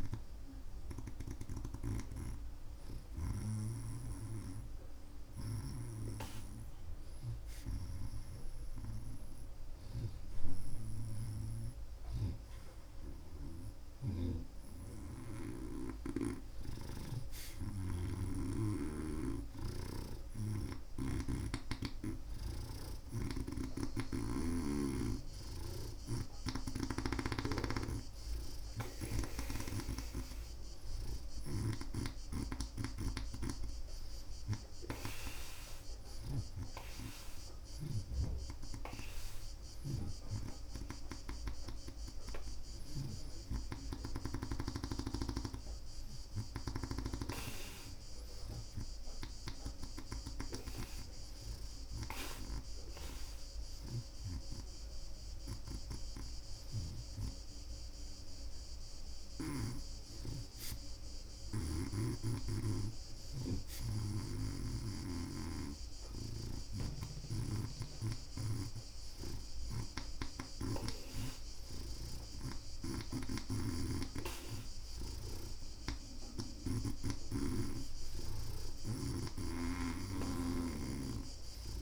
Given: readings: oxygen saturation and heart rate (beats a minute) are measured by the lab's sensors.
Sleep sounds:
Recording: breathing in sleep by a room microphone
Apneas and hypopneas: none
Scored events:
0.00-3.50 s: snoring (device-marked)
12.00-43.00 s: snoring (device-marked)
23.00-44.00 s: oxygen desaturation (device-marked, oxygen 92% before, 87% lowest)
53.50-57.00 s: snoring (device-marked)
73.00-77.00 s: snoring (device-marked)
79.00-81.81 s: snoring (device-marked)
From the record:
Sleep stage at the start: N2 (light sleep)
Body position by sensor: on the right side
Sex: male

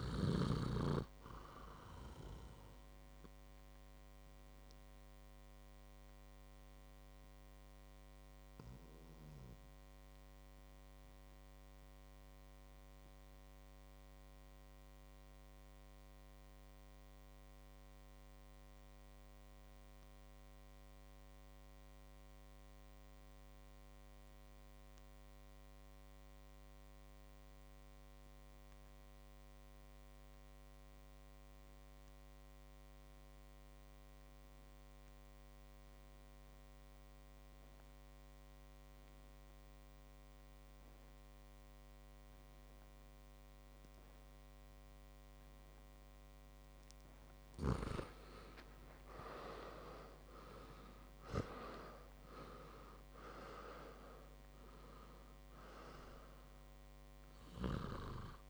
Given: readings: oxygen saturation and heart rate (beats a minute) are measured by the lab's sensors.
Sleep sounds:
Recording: breathing in sleep by a microphone on the trachea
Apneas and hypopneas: 1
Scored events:
0.00-21.00 s: oxygen desaturation (device-marked, oxygen 84% lowest, heart rate 52 extreme)
3.00-47.00 s: obstructive apnea (oxygen 99% before, 84% lowest, heart rate 58 before, 50 extreme, up 41 after)
34.00-58.50 s: oxygen desaturation (device-marked, oxygen 100% before, 84% lowest, heart rate 54 before, 49 extreme)
48.50-52.50 s: arousal
From the record:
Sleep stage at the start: REM sleep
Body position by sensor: on the back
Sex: male

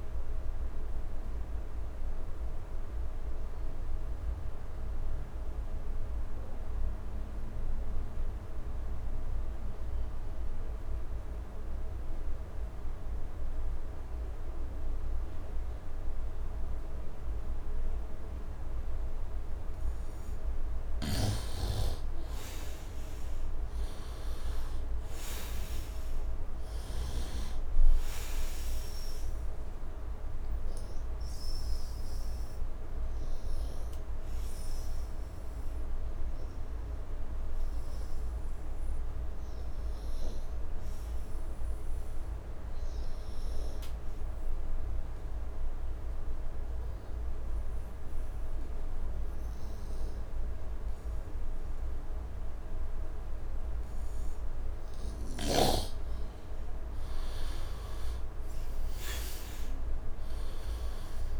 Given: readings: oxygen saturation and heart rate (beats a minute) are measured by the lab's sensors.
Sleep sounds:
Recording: breathing in sleep, hard to hear, by a room microphone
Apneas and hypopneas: 2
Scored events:
0.00-20.50 s: oxygen desaturation (device-marked, oxygen 85% lowest, heart rate 73 extreme)
1.00-20.00 s: obstructive apnea (oxygen 98% before, 81% lowest, heart rate 76 before, 73 extreme, up 8 after)
21.00-27.50 s: snoring (device-marked)
21.50-24.50 s: arousal
22.50-44.50 s: oxygen desaturation (device-marked, oxygen 99% before, 85% lowest, heart rate 76 before, 75 extreme)
31.50-56.00 s: obstructive apnea (oxygen 99% before, 81% lowest, heart rate 79 before, 72 extreme, up 5 after)
50.50-61.40 s: oxygen desaturation (device-marked, oxygen 99% before, 81% lowest, heart rate 77 before, 72 extreme)
57.00-60.50 s: arousal
From the record:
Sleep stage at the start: N2 (light sleep)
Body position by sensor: on the right side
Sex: male

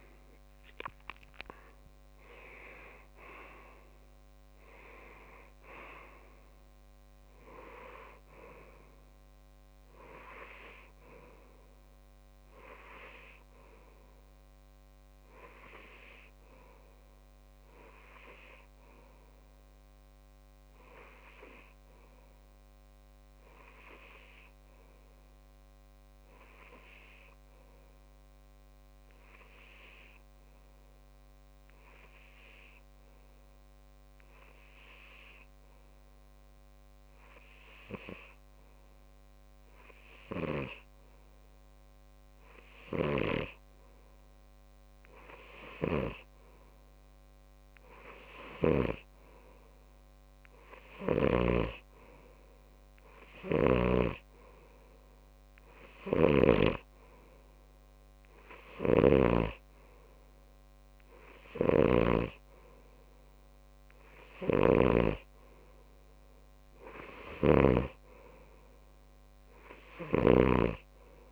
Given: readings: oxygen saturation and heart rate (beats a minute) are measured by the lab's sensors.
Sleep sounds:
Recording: breathing in sleep by a microphone on the trachea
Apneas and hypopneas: 1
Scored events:
0.00-7.00 s: oxygen desaturation (device-marked, oxygen 93% lowest)
17.00-42.00 s: obstructive apnea (oxygen 95% before, 93% lowest)
44.00-47.00 s: arousal
47.00-71.32 s: oxygen desaturation (device-marked, oxygen 98% before, 94% lowest)
59.00-65.50 s: snoring (device-marked)
67.50-71.00 s: snoring (device-marked)
From the record:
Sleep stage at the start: N2 (light sleep)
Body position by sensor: on the left side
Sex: male

